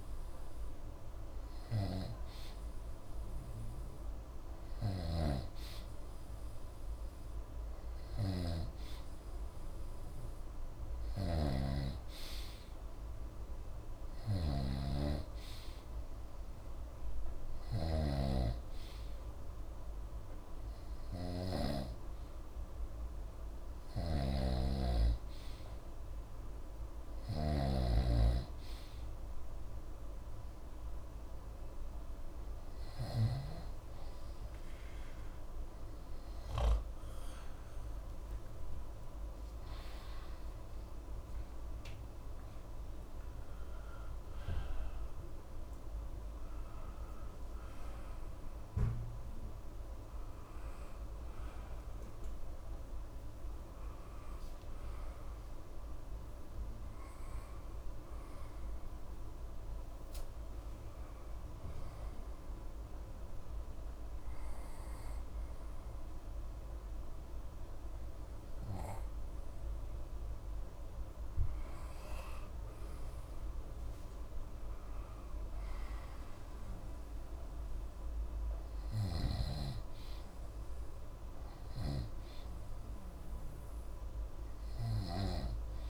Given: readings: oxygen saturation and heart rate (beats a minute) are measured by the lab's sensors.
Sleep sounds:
breathing in sleep by a room microphone; 1
5.00-22.00 s: snoring (device-marked)
24.00-33.50 s: snoring (device-marked)
37.00-41.50 s: arousal
59.50-75.50 s: hypopnea (oxygen 94% before, 92% lowest, heart rate 76 before, 64 extreme, up 25 after)
78.00-81.50 s: arousal
79.00-85.50 s: snoring (device-marked)
From the record:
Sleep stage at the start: N2 (light sleep); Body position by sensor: on the right side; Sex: male

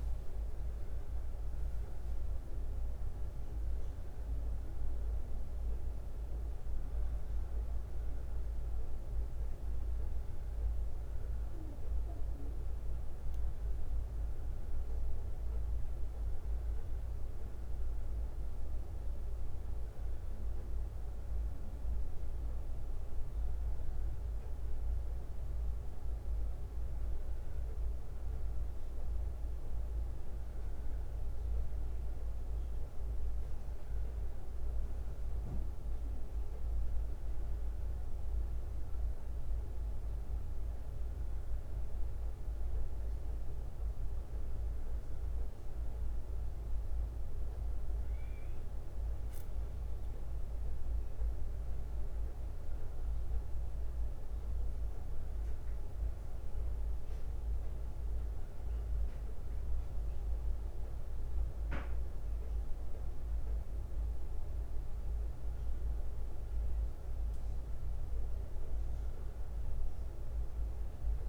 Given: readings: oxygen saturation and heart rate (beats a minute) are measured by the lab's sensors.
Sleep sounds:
breathing in sleep, hard to hear, by a room microphone; none
41.00-49.00 s: bradycardia (device-marked, heart rate 69 before, 54 extreme)
51.00-57.00 s: bradycardia (device-marked, heart rate 68 before, 55 extreme)
From the record:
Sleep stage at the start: N1 (lightest sleep); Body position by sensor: on the left side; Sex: male

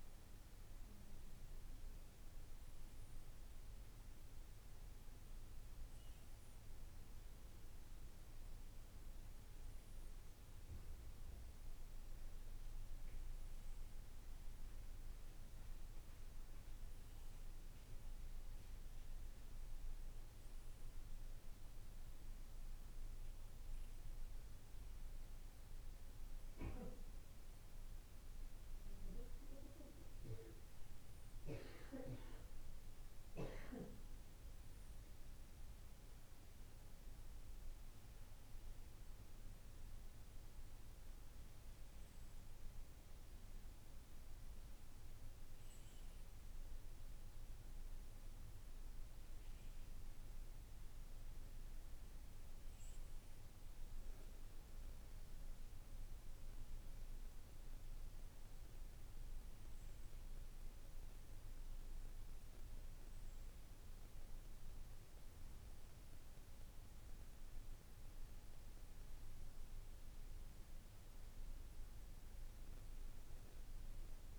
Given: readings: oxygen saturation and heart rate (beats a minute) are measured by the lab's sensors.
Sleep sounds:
breathing in sleep, hard to hear, by a room microphone; none
74.00-74.39 s: new sleep stage, N1 (lightest sleep)
From the record:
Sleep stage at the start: N2 (light sleep); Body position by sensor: on the right side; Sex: male

